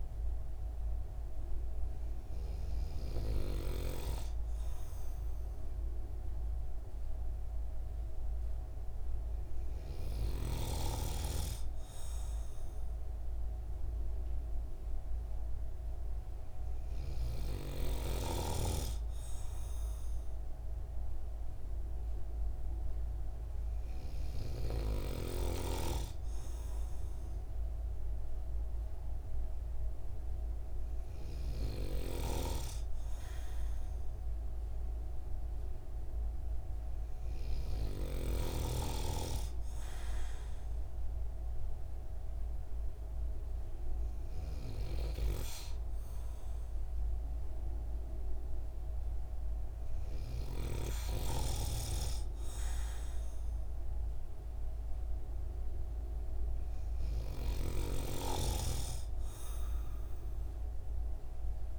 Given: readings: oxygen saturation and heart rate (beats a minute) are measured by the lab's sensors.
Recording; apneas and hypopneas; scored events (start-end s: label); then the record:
breathing in sleep by a room microphone; none
none scored
From the record:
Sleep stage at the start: N2 (light sleep); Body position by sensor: on the right side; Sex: male